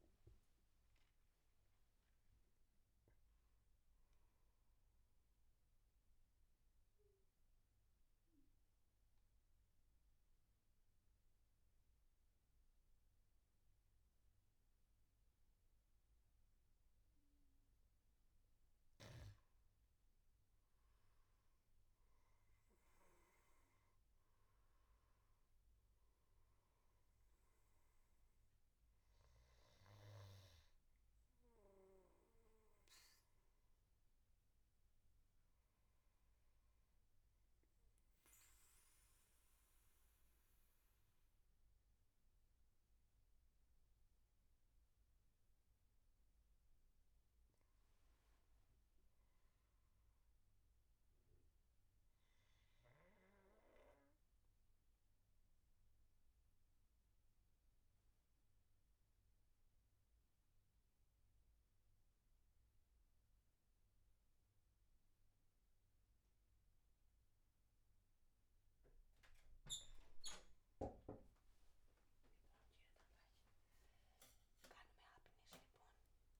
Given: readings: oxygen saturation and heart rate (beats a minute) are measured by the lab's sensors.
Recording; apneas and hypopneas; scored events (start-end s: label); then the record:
breathing in sleep, hard to hear, by a room microphone; 2
5.00-18.50 s: mixed apnea (oxygen 100% before, 95% lowest, heart rate 87 before, 63 extreme, up 11 after)
20.00-22.50 s: arousal
21.00-38.00 s: oxygen desaturation (device-marked, oxygen 99% before, 95% lowest, heart rate 74 before, 65 extreme)
48.00-51.50 s: arousal
53.50-69.50 s: obstructive apnea (oxygen 98% before, 93% lowest, heart rate 71 before, 65 extreme, up 17 after)
72.00-76.39 s: oxygen desaturation (device-marked, oxygen 97% before, 93% lowest, heart rate 68 before, 69 extreme)
From the record:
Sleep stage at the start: N2 (light sleep); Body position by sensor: on the back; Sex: male